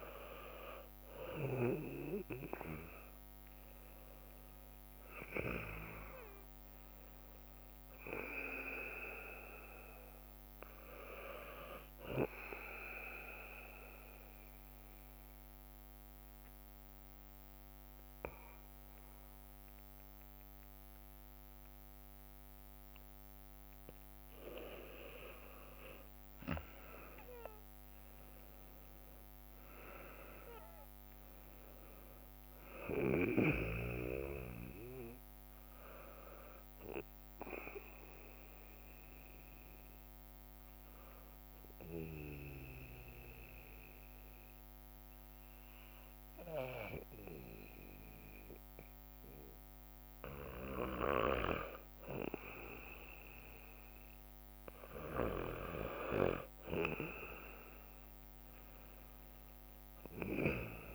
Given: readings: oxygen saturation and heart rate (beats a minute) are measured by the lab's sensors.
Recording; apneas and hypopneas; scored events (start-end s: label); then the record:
breathing in sleep by a microphone on the trachea; 2
3.50-8.00 s: leg movement (device-marked)
10.50-17.50 s: bradycardia (device-marked, heart rate 67 before, 59 extreme)
13.00-24.00 s: mixed apnea (oxygen 99% before, 95% lowest, heart rate 62 before, 58 extreme, up 7 after)
25.00-27.50 s: leg movement (device-marked)
26.00-29.50 s: arousal
31.50-45.50 s: oxygen desaturation (device-marked, oxygen 98% before, 95% lowest, heart rate 61 before, 58 extreme)
36.50-48.50 s: bradycardia (device-marked, heart rate 67 before, 58 extreme)
38.00-50.50 s: obstructive apnea (oxygen 98% before, 95% lowest, heart rate 62 before, 59 extreme, up 4 after)
41.50-58.50 s: drop in pulse transit time (device-marked, heart rate 62 before, 58 extreme)
56.00-60.00 s: arousal
58.50-60.95 s: oxygen desaturation (device-marked, oxygen 99% before, 95% lowest, heart rate 60 before, 60 extreme)
From the record:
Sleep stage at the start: N2 (light sleep); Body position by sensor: on the back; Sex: male